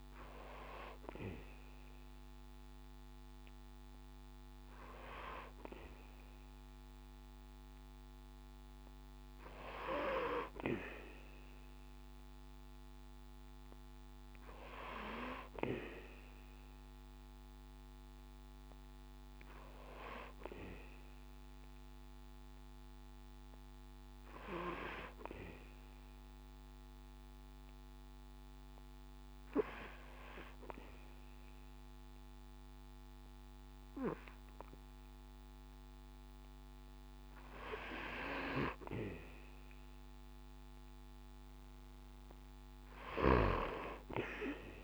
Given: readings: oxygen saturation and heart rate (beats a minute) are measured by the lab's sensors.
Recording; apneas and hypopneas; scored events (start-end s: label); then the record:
breathing in sleep by a microphone on the trachea; 1
25.00-37.00 s: hypopnea (oxygen 96% before, 94% lowest, heart rate 69 before, 67 extreme, up 4 after)
From the record:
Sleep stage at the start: N2 (light sleep); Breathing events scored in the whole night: 286 in 8.8 hours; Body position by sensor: on the back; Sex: male